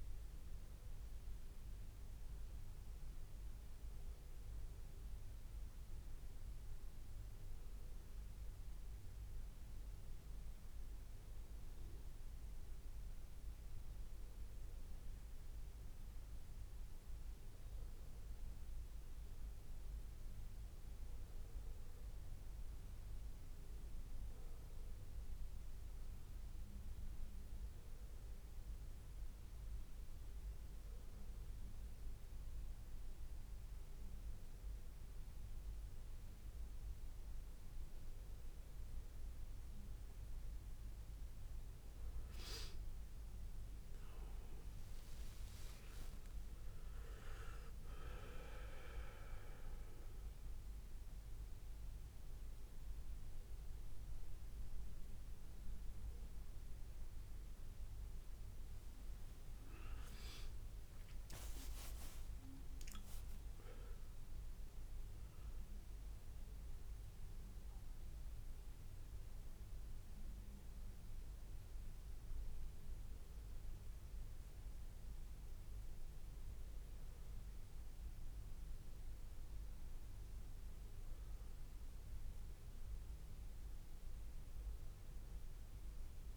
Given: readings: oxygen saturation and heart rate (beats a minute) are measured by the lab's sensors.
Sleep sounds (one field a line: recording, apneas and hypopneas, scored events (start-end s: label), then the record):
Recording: a person partly awake in a sleep study, hard to hear, by a room microphone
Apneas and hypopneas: 1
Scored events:
41.50-44.50 s: arousal
48.50-58.50 s: central apnea (oxygen 96% before, 94% lowest, heart rate 84 before, 78 extreme, up 17 after)
61.50-86.37 s: new sleep stage, awake
From the record:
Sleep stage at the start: N2 (light sleep)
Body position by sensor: on the back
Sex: male